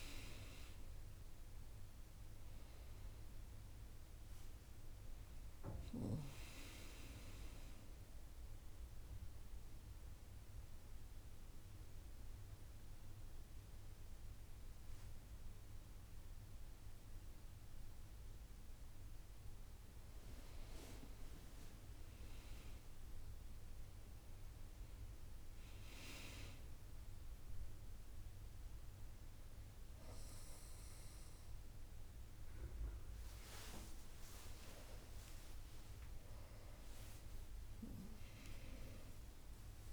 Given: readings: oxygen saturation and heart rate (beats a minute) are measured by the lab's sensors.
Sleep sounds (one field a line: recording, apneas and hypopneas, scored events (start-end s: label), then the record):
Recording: a person awake in a sleep study, by a room microphone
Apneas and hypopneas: none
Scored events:
none scored
From the record:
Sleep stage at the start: awake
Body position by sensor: on the back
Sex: female